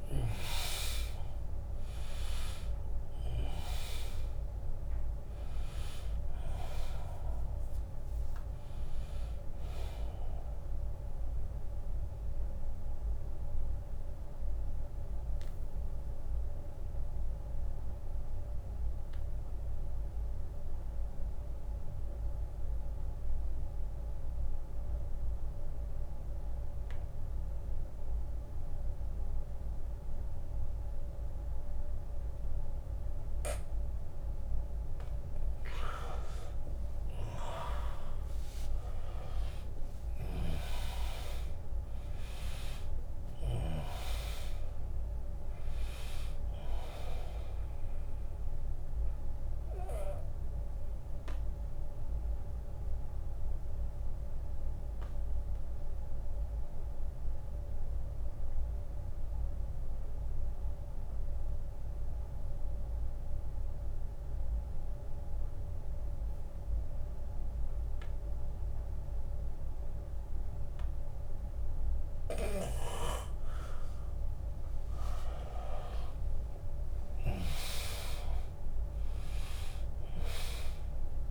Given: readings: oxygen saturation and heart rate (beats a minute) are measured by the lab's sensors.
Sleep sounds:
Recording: breathing in sleep by a room microphone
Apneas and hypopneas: 2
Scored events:
0.00-8.00 s: drop in pulse transit time (device-marked, heart rate 78 extreme)
0.00-22.00 s: oxygen desaturation (device-marked, oxygen 82% lowest, heart rate 66 extreme)
1.00-3.00 s: long interval between heartbeats (device-marked, heart rate 80 before, 78 extreme)
10.50-34.00 s: mixed apnea (oxygen 100% before, 82% lowest, heart rate 79 before, 66 extreme, up 21 after)
36.00-40.50 s: arousal
36.00-51.00 s: drop in pulse transit time (device-marked, heart rate 76 before, 74 extreme)
40.00-61.00 s: oxygen desaturation (device-marked, oxygen 100% before, 85% lowest, heart rate 75 before, 65 extreme)
48.00-70.00 s: obstructive apnea (oxygen 100% before, 82% lowest, heart rate 77 before, 65 extreme, up 5 after)
73.00-77.50 s: arousal
76.00-81.31 s: drop in pulse transit time (device-marked, heart rate 75 before, 73 extreme)
From the record:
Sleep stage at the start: N2 (light sleep)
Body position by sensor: on the back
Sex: male

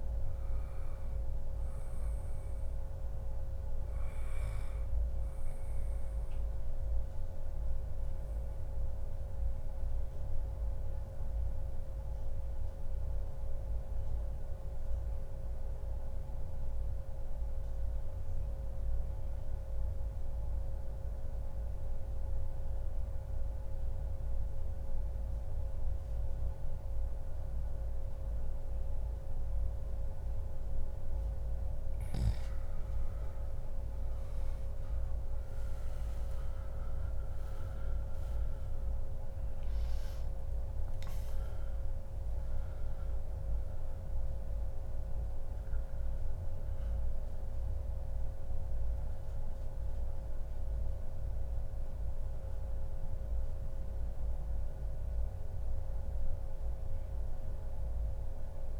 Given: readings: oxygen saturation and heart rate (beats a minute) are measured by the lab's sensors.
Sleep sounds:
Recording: breathing in sleep, hard to hear, by a room microphone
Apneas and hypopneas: 1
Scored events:
0.00-10.50 s: oxygen desaturation (device-marked, oxygen 92% lowest, heart rate 99 extreme)
1.00-3.00 s: long interval between heartbeats (device-marked, heart rate 136 before, 124 extreme)
6.50-31.00 s: mixed apnea (oxygen 96% before, 93% lowest, heart rate 129 before, 106 extreme, up 30 after)
8.00-10.00 s: long interval between heartbeats (device-marked, heart rate 126 before, 107 extreme)
13.50-15.50 s: long interval between heartbeats (device-marked, heart rate 120 before, 108 extreme)
21.00-23.00 s: long interval between heartbeats (device-marked, heart rate 110 before, 108 extreme)
31.50-44.50 s: oxygen desaturation (device-marked, oxygen 97% before, 94% lowest, heart rate 112 before, 133 extreme)
32.00-34.00 s: long interval between heartbeats (device-marked, heart rate 112 before, 116 extreme)
33.50-37.50 s: arousal
From the record:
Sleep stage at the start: N2 (light sleep)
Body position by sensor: on the back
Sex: male

